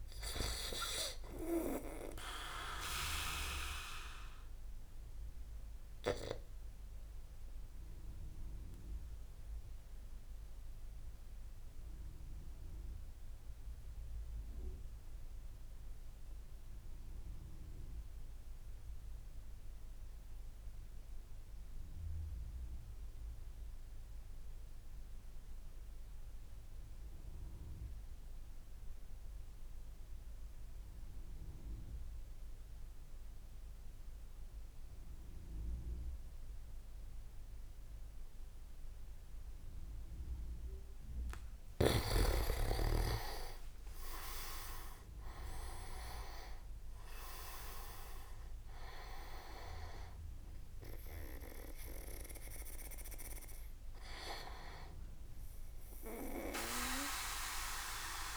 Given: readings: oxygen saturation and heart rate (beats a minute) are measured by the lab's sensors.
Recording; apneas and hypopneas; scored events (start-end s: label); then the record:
breathing in sleep by a room microphone; 1
3.50-40.50 s: obstructive apnea (oxygen 99% before, 93% lowest, heart rate 69 before, 49 extreme, up 22 after)
32.00-58.00 s: oxygen desaturation (device-marked, oxygen 99% before, 93% lowest, heart rate 59 before, 49 extreme)
40.00-48.00 s: leg movement (device-marked)
42.00-47.00 s: arousal
From the record:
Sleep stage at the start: N2 (light sleep); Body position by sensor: on the back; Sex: male